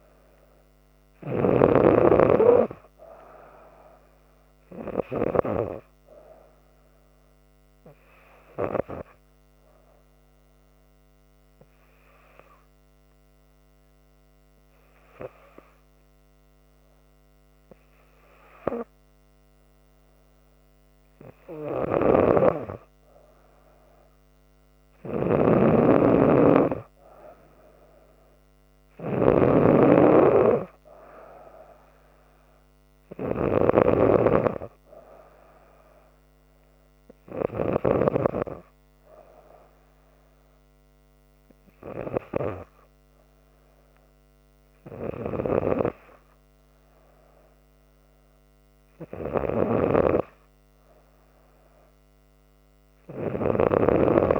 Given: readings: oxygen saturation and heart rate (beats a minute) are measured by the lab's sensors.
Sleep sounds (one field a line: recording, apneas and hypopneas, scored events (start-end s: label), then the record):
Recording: breathing in sleep by a microphone on the trachea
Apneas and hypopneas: 1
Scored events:
0.00-1.50 s: snoring (device-marked)
0.00-11.00 s: oxygen desaturation (device-marked, oxygen 92% lowest, heart rate 68 extreme)
7.50-21.50 s: hypopnea (oxygen 96% before, 94% lowest, heart rate 70 before, 67 extreme, up 2 after)
24.50-28.50 s: arousal
25.00-38.00 s: snoring (device-marked)
53.00-54.40 s: snoring (device-marked)
From the record:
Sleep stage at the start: N3 (deep sleep)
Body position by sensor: on the back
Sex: female